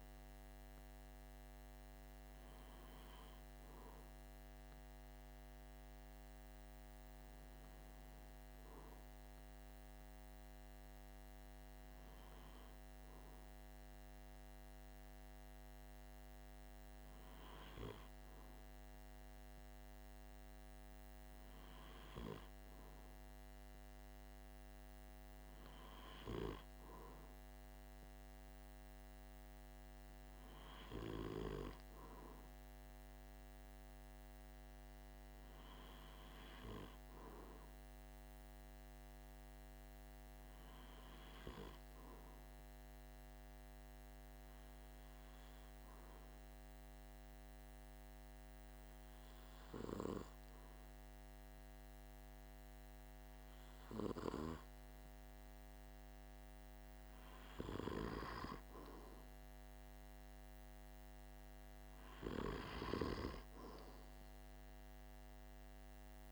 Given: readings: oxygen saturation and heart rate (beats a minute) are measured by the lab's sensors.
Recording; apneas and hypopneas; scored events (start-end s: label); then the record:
breathing in sleep by a microphone on the trachea; 1
40.50-55.00 s: hypopnea (oxygen 96% before, 94% lowest, heart rate 46 before, 44 extreme, up 0 after)
57.50-62.00 s: arousal
From the record:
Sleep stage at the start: N2 (light sleep); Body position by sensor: on the back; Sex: male